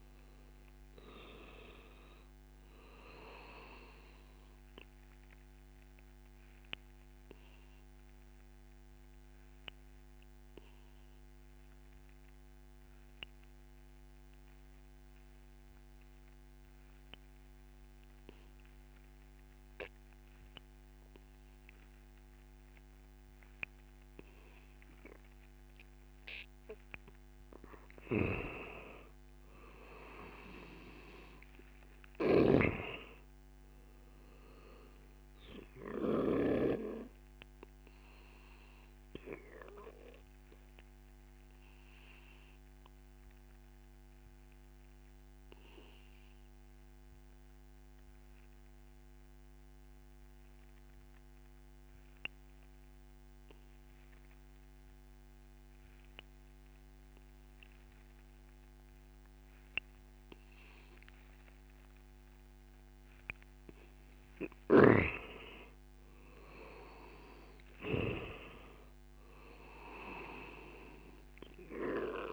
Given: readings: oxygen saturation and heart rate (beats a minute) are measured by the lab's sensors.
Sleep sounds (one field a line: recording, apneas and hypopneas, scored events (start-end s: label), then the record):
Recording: breathing in sleep by a microphone on the trachea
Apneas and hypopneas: 2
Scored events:
0.00-24.50 s: oxygen desaturation (device-marked, oxygen 90% lowest)
5.50-25.50 s: obstructive apnea (oxygen 96% before, 89% lowest)
28.50-32.00 s: arousal
37.50-62.00 s: obstructive apnea (oxygen 95% before, 89% lowest)
40.50-55.50 s: oxygen desaturation (device-marked, oxygen 94% before, 89% lowest)
65.00-69.00 s: arousal
69.50-72.33 s: oxygen desaturation (device-marked, oxygen 95% before, 90% lowest, heart rate 48 before, 29 extreme)
From the record:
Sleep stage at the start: N2 (light sleep)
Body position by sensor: on the back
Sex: male